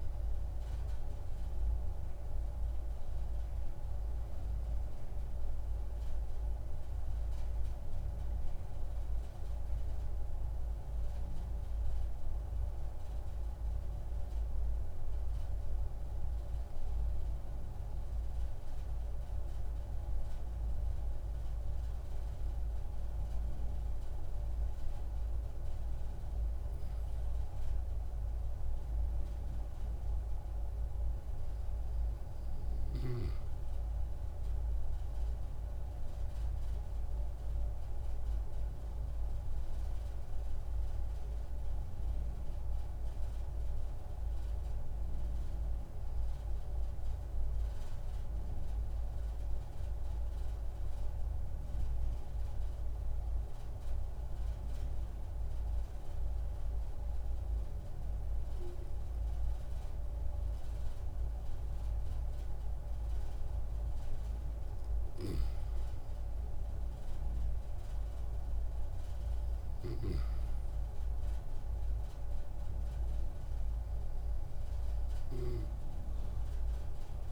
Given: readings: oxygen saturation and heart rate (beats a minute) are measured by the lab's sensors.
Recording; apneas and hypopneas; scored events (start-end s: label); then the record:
breathing in sleep, hard to hear, by a room microphone; 2
14.50-26.00 s: obstructive apnea (oxygen 96% before, 94% lowest)
28.00-32.00 s: arousal
47.50-64.50 s: obstructive apnea (oxygen 97% before, 94% lowest)
67.00-70.50 s: arousal
From the record:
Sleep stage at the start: N2 (light sleep); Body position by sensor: on the back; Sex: male